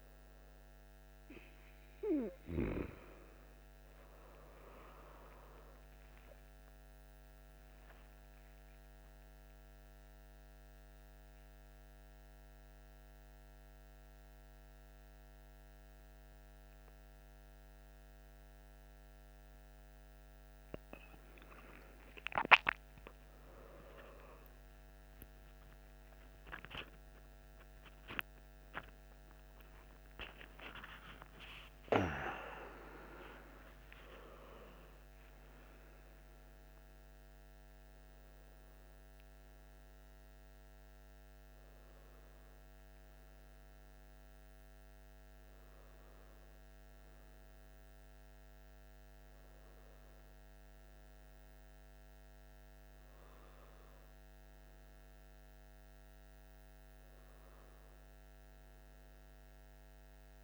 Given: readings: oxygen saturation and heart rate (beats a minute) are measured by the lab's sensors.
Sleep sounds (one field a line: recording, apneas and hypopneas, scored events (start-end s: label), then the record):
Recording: a person partly awake in a sleep study, by a microphone on the trachea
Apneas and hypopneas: none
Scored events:
11.00-41.00 s: new sleep stage, awake
30.00-35.00 s: tachycardia (device-marked, heart rate 56 before, 110 extreme)
41.00-60.44 s: new sleep stage, N1 (lightest sleep)
From the record:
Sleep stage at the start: N1 (lightest sleep)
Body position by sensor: on the back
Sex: male